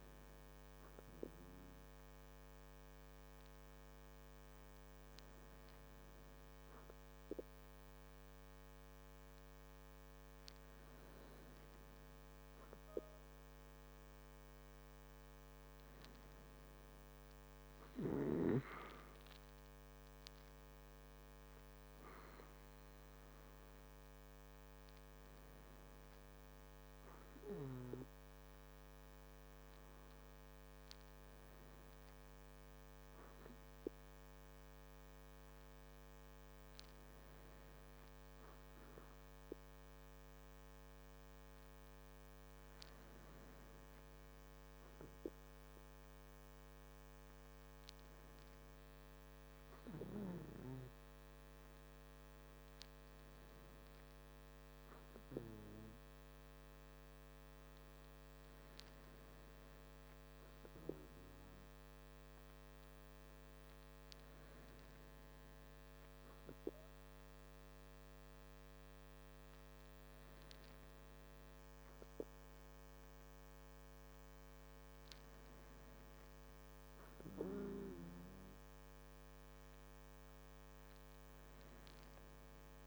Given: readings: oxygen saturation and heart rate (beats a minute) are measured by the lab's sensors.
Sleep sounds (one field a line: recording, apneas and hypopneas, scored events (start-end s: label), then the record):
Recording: breathing in sleep by a microphone on the trachea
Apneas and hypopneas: none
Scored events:
none scored
From the record:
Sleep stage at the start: N2 (light sleep)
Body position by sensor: on the back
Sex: male